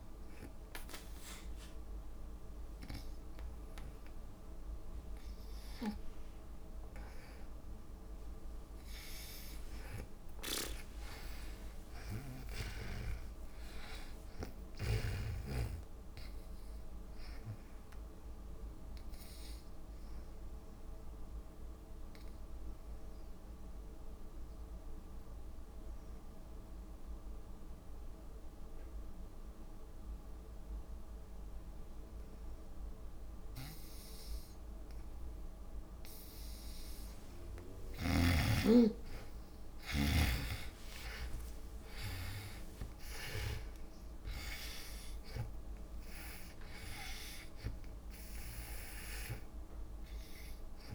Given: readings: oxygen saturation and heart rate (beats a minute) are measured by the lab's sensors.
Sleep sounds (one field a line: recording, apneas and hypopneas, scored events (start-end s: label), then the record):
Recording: breathing in sleep by a room microphone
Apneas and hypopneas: 1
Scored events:
0.00-5.00 s: oxygen desaturation (device-marked, oxygen 86% lowest, heart rate 60 extreme)
11.00-15.00 s: arousal
21.50-37.50 s: obstructive apnea (oxygen 97% before, 82% lowest, heart rate 68 before, 58 extreme, up 16 after)
32.00-34.00 s: long interval between heartbeats (device-marked, heart rate 66 before, 59 extreme)
35.00-50.95 s: oxygen desaturation (device-marked, oxygen 97% before, 82% lowest, heart rate 65 before, 64 extreme)
39.00-42.50 s: arousal
40.50-44.00 s: snoring (device-marked)
From the record:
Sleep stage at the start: N2 (light sleep)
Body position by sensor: on the back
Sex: female